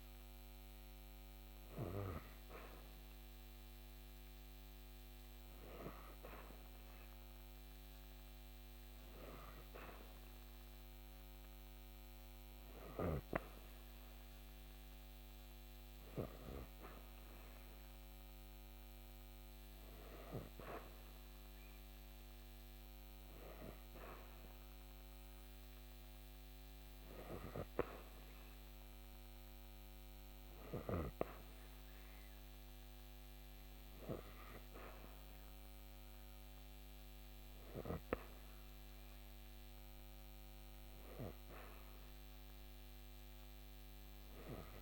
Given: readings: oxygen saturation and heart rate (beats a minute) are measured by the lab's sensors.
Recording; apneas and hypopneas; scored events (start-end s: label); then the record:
breathing in sleep by a microphone on the trachea; none
none scored
From the record:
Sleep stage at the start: N3 (deep sleep); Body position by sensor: on the back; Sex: female